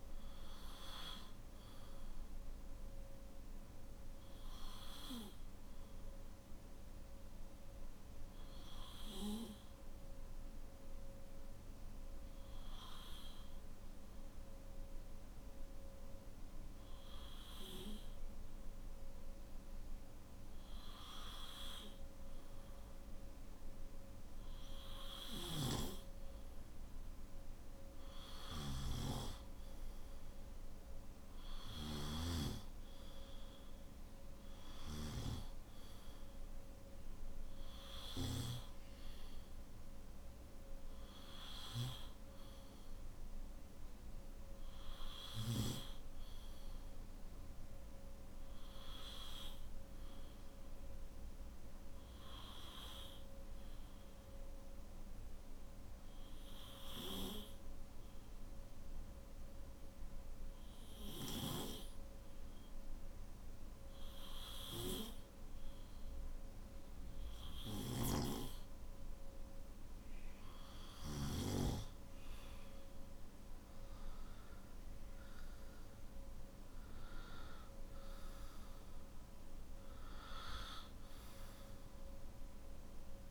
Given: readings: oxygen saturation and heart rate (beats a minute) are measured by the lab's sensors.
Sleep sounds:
breathing in sleep by a room microphone; 2
5.50-23.50 s: obstructive apnea (oxygen 97% before, 93% lowest, heart rate 54 before, 49 extreme, up 9 after)
52.00-69.50 s: obstructive apnea (oxygen 97% before, 93% lowest, heart rate 55 before, 52 extreme, up 7 after)
75.50-83.31 s: oxygen desaturation (device-marked, oxygen 96% before, 93% lowest, heart rate 55 before, 53 extreme)
From the record:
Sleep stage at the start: N1 (lightest sleep); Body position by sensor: on the back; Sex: male

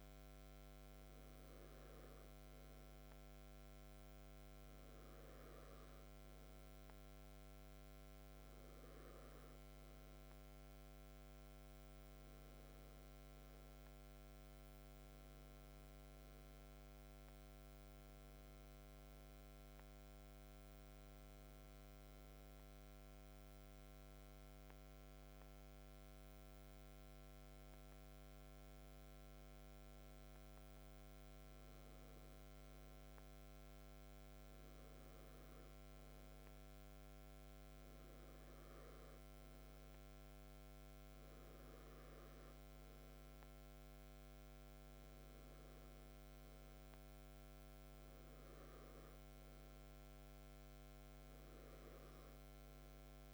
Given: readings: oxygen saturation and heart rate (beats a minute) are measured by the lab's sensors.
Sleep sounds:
breathing in sleep, hard to hear, by a microphone on the trachea; none
none scored
From the record:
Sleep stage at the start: REM sleep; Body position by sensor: on the back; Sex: male

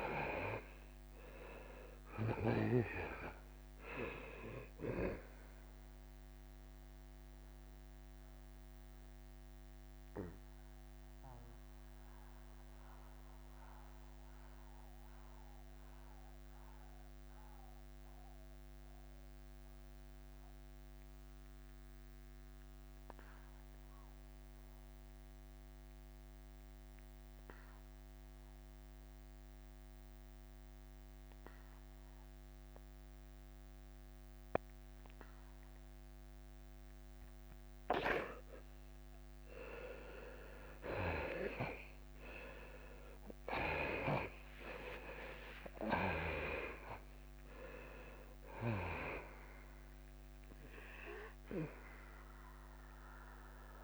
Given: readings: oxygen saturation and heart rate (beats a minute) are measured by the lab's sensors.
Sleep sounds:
breathing in sleep by a microphone on the trachea; 1
0.00-1.50 s: arousal
0.00-13.50 s: drop in pulse transit time (device-marked, heart rate 78 extreme)
3.50-23.50 s: oxygen desaturation (device-marked, oxygen 94% before, 86% lowest, heart rate 82 before, 78 extreme)
9.00-40.00 s: mixed apnea (oxygen 97% before, 84% lowest, heart rate 83 before, 80 extreme, up 7 after)
41.00-46.00 s: arousal
From the record:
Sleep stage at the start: N2 (light sleep); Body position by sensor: on the back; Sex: male

